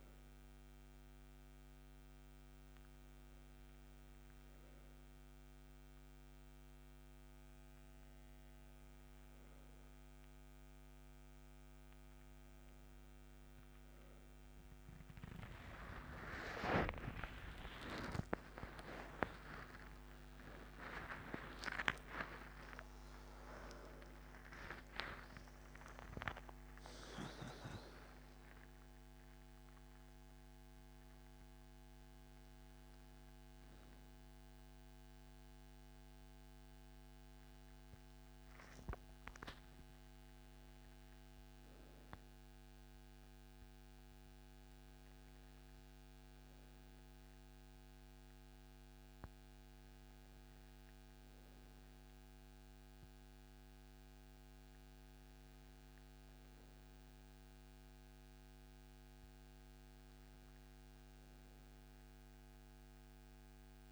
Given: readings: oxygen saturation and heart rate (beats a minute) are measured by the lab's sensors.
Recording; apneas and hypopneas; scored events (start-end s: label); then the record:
breathing in sleep by a microphone on the trachea; none
7.50-37.50 s: new sleep stage, N1 (lightest sleep)
16.50-23.00 s: arousal
37.50-63.92 s: new sleep stage, N2 (light sleep)
From the record:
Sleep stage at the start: N2 (light sleep); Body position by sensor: on the right side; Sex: male